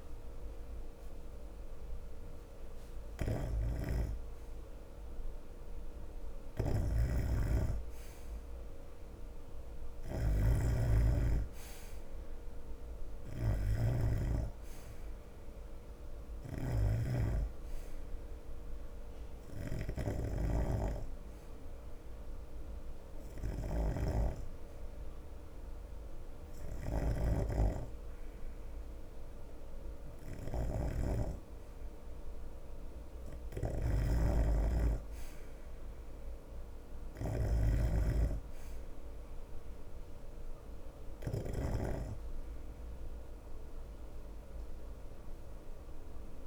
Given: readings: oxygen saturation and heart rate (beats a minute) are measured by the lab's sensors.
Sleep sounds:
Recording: breathing in sleep by a room microphone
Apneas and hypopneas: 1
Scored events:
0.00-4.00 s: oxygen desaturation (device-marked, oxygen 88% lowest, heart rate 72 extreme)
3.50-46.47 s: snoring (device-marked)
18.50-30.50 s: hypopnea (oxygen 90% before, 89% lowest, heart rate 74 before, 73 extreme, up 6 after)
33.00-35.50 s: arousal
From the record:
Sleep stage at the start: N2 (light sleep)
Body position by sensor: on the right side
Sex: male

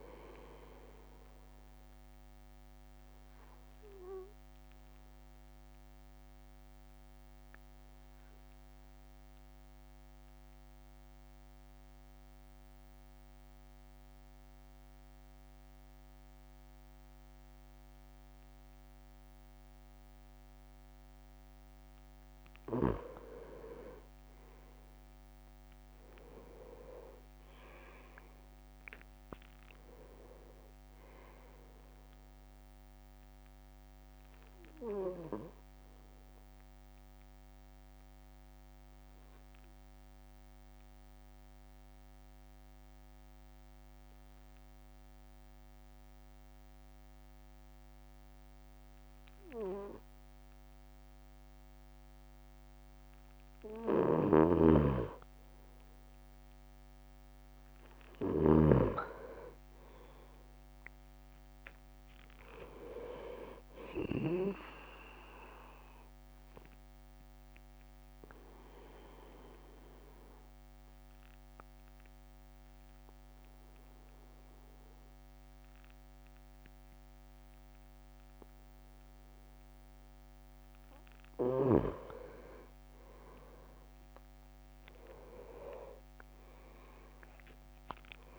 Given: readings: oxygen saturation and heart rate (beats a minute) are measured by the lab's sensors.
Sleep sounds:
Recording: breathing in sleep by a microphone on the trachea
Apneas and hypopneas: 3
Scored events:
0.00-4.50 s: drop in pulse transit time (device-marked, heart rate 47 extreme)
3.00-21.00 s: obstructive apnea (oxygen 100% before, 96% lowest, heart rate 53 before, 47 extreme, up 11 after)
25.00-27.00 s: leg movement (device-marked)
25.50-29.50 s: arousal
25.50-37.50 s: drop in pulse transit time (device-marked, heart rate 51 before, 49 extreme)
32.50-52.00 s: obstructive apnea (oxygen 99% before, 96% lowest, heart rate 55 before, 48 extreme, up 5 after)
53.50-58.50 s: snoring (device-marked)
55.50-58.00 s: arousal
65.50-79.00 s: obstructive apnea (oxygen 99% before, 96% lowest, heart rate 54 before, 49 extreme, up 9 after)
82.50-88.39 s: drop in pulse transit time (device-marked, heart rate 55 before, 56 extreme)
83.00-87.50 s: leg movement (device-marked)
84.50-88.00 s: arousal
From the record:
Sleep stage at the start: N2 (light sleep)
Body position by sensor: on the right side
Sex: male

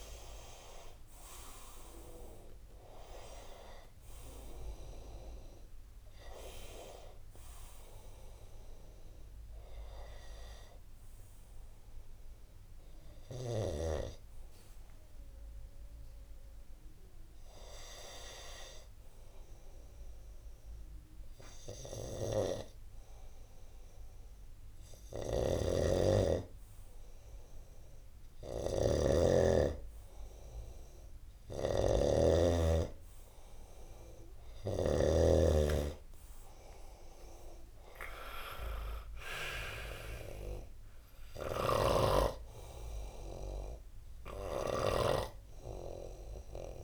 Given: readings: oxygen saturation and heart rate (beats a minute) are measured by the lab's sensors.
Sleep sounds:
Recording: breathing in sleep by a room microphone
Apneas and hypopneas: 1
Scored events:
0.00-1.50 s: arousal
14.50-26.00 s: hypopnea (heart rate 77 before, 67 extreme, up 6 after)
24.50-34.50 s: snoring (device-marked)
30.50-34.00 s: arousal
33.50-46.84 s: oxygen desaturation (device-marked, oxygen 98% before, 94% lowest, heart rate 75 before, 67 extreme)
41.00-46.84 s: snoring (device-marked)
From the record:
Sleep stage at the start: N2 (light sleep)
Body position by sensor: on the right side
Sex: male

